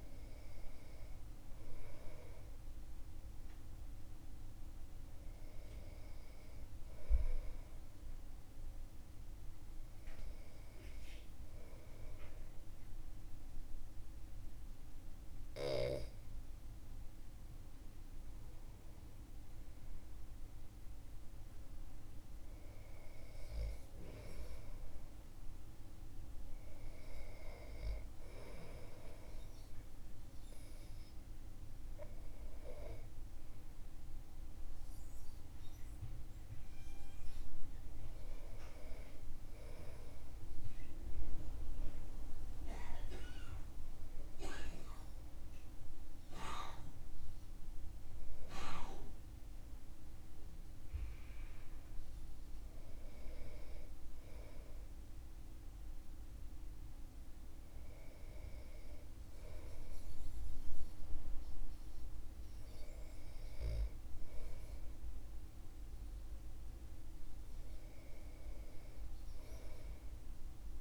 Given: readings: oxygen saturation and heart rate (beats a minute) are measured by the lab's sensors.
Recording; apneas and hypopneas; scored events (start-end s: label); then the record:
breathing in sleep by a room microphone; none
none scored
From the record:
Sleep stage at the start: N2 (light sleep); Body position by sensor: on the back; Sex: male